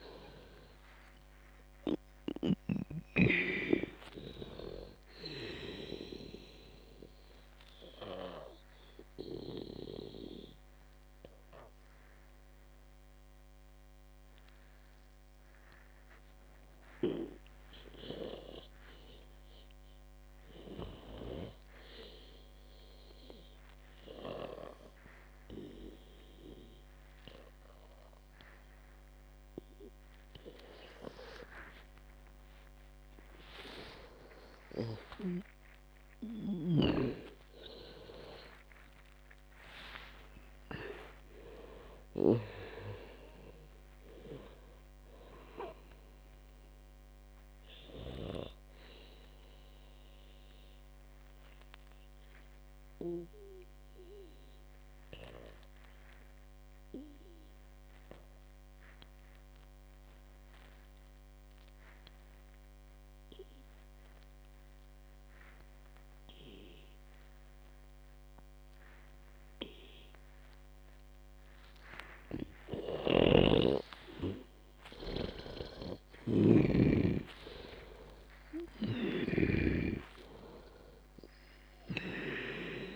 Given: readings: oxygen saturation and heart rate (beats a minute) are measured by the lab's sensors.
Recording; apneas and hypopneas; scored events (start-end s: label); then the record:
breathing in sleep by a microphone on the trachea; 2
0.00-23.50 s: oxygen desaturation (device-marked, oxygen 90% lowest, heart rate 56 extreme)
7.00-20.50 s: obstructive apnea (oxygen 98% before, 90% lowest, heart rate 103 before, 56 extreme, up 12 after)
23.00-27.00 s: arousal
37.00-40.50 s: arousal
37.00-49.00 s: snoring (device-marked)
48.50-73.00 s: obstructive apnea (oxygen 99% before, 92% lowest, heart rate 107 before, 55 extreme, up 32 after)
72.50-82.96 s: oxygen desaturation (device-marked, oxygen 98% before, 92% lowest, heart rate 58 before, 56 extreme)
73.50-77.50 s: snoring (device-marked)
75.00-80.50 s: arousal
79.50-82.96 s: snoring (device-marked)
From the record:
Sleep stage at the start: N2 (light sleep); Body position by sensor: on the back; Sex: female